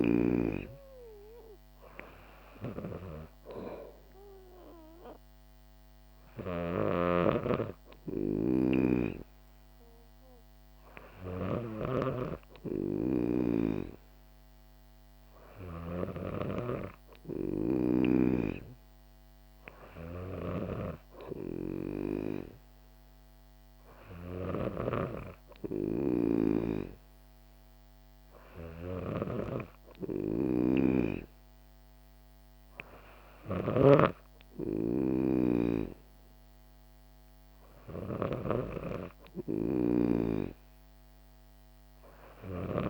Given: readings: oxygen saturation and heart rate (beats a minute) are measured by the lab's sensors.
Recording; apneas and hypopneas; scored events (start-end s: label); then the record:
breathing in sleep by a microphone on the trachea; none
6.50-12.00 s: snoring (device-marked)
26.00-42.90 s: snoring (device-marked)
From the record:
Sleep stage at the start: N2 (light sleep); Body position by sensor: on the back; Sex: female